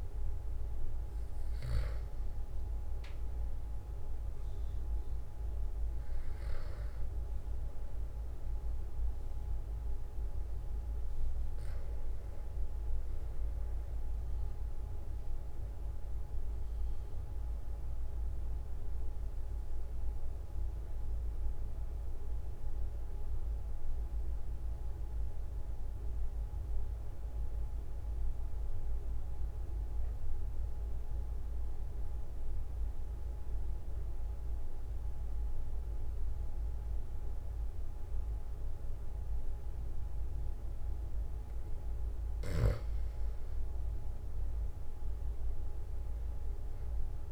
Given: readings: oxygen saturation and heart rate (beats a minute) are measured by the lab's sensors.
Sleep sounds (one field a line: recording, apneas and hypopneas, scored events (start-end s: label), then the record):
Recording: breathing in sleep, hard to hear, by a room microphone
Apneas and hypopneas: 1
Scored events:
16.00-43.00 s: mixed apnea (oxygen 96% before, 91% lowest, heart rate 45 before, 44 extreme, up 5 after)
43.50-47.32 s: oxygen desaturation (device-marked, oxygen 97% before, 93% lowest, heart rate 45 before, 43 extreme)
44.50-47.32 s: arousal
From the record:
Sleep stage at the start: N2 (light sleep)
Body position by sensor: on the back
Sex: male